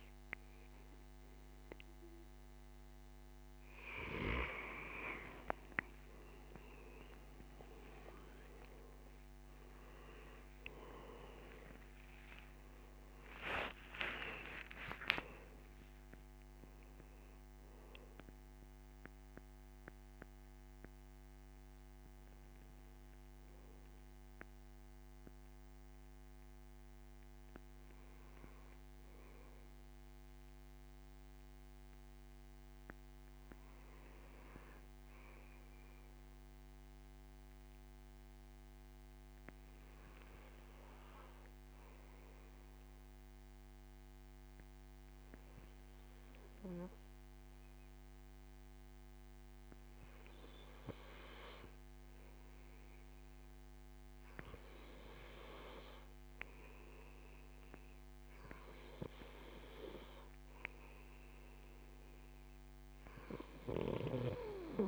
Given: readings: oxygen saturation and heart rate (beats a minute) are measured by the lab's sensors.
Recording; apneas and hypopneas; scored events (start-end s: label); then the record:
breathing in sleep by a microphone on the trachea; none
13.50-18.50 s: arousal
From the record:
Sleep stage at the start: N2 (light sleep); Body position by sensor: on the right side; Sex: male